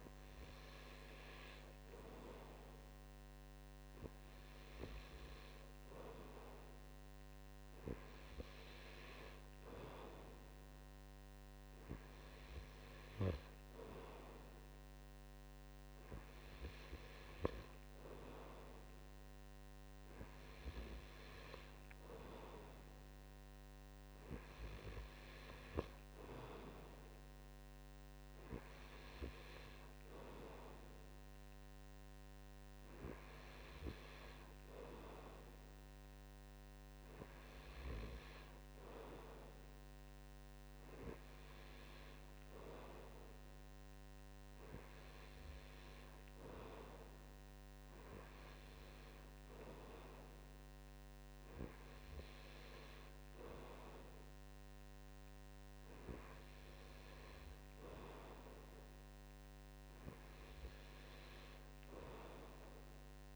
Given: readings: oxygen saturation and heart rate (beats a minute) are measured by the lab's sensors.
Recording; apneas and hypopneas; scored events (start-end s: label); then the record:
breathing in sleep by a microphone on the trachea; none
none scored
From the record:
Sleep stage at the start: N2 (light sleep); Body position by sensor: on the right side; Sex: male